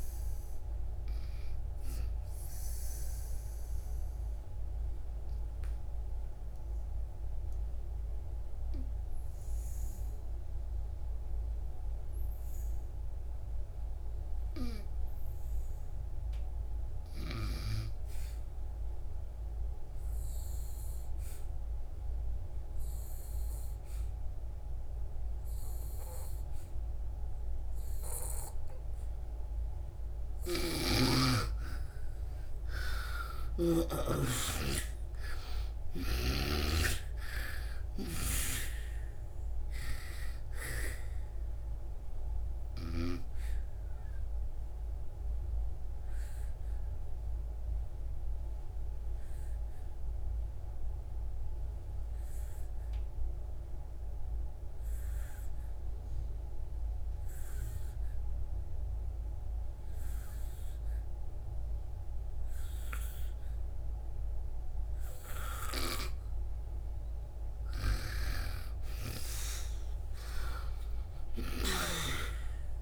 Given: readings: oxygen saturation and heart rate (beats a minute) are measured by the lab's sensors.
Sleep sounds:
breathing in sleep by a room microphone; 2
0.00-19.00 s: oxygen desaturation (device-marked, oxygen 85% lowest, heart rate 60 extreme)
3.00-31.00 s: obstructive apnea (oxygen 98% before, 85% lowest, heart rate 85 before, 59 extreme, up 33 after)
30.00-65.00 s: oxygen desaturation (device-marked, oxygen 99% before, 87% lowest, heart rate 63 before, 59 extreme)
30.50-34.00 s: snoring (device-marked)
32.50-37.00 s: arousal
44.00-67.50 s: obstructive apnea (oxygen 99% before, 87% lowest, heart rate 83 before, 59 extreme, up 52 after)
67.00-72.82 s: oxygen desaturation (device-marked, oxygen 99% before, 87% lowest, heart rate 65 before, 52 extreme)
68.00-72.00 s: snoring (device-marked)
70.00-72.82 s: arousal
From the record:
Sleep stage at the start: N2 (light sleep); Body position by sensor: on the back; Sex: female

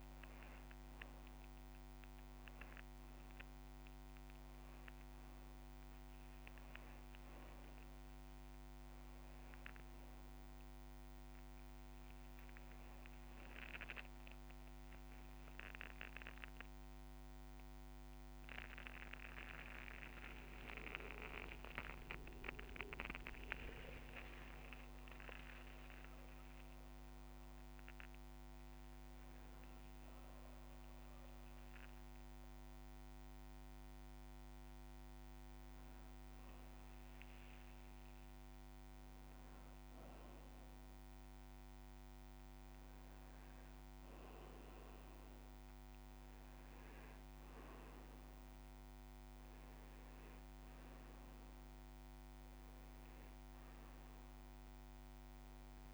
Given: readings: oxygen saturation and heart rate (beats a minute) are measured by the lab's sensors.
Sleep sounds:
breathing in sleep by a microphone on the trachea; 1
8.00-12.00 s: arousal
14.50-29.50 s: mixed apnea (oxygen 98% before, 95% lowest)
35.50-39.00 s: arousal
From the record:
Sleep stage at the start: N2 (light sleep); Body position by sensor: on the back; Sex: male

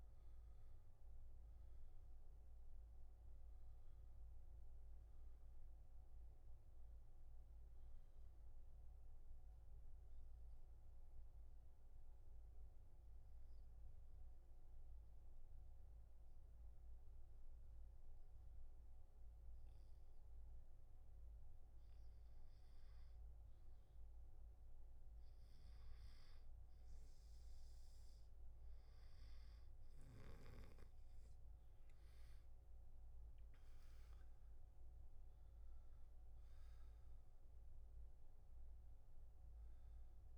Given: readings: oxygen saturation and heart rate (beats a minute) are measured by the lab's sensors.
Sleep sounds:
breathing in sleep, hard to hear, by a room microphone; 1
0.00-1.00 s: arousal
0.00-15.50 s: oxygen desaturation (device-marked, oxygen 91% lowest, heart rate 64 extreme)
8.50-21.50 s: obstructive apnea (oxygen 98% before, 90% lowest, heart rate 70 before, 64 extreme, up 4 after)
28.50-40.38 s: oxygen desaturation (device-marked, oxygen 97% before, 92% lowest, heart rate 67 before, 65 extreme)
32.00-35.50 s: arousal
From the record:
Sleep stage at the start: N2 (light sleep); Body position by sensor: on the back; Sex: male

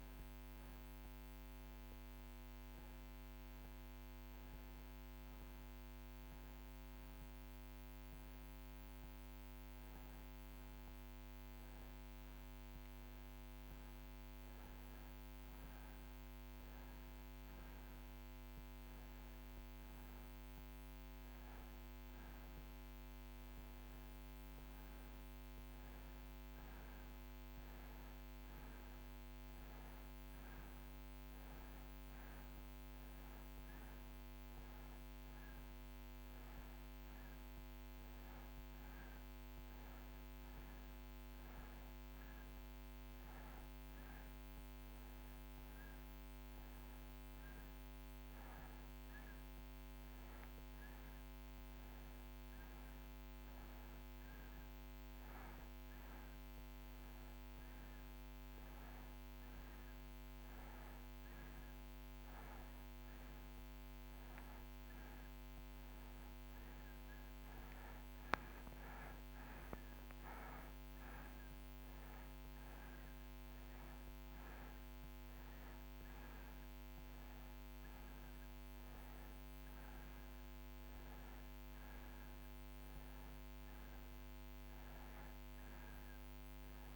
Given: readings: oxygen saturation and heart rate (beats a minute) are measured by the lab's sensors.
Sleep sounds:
breathing in sleep, hard to hear, by a microphone on the trachea; none
19.50-86.96 s: new sleep stage, N2 (light sleep)
37.50-49.50 s: oxygen desaturation (device-marked, oxygen 96% before, 93% lowest)
From the record:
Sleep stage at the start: N1 (lightest sleep); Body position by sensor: on the right side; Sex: male

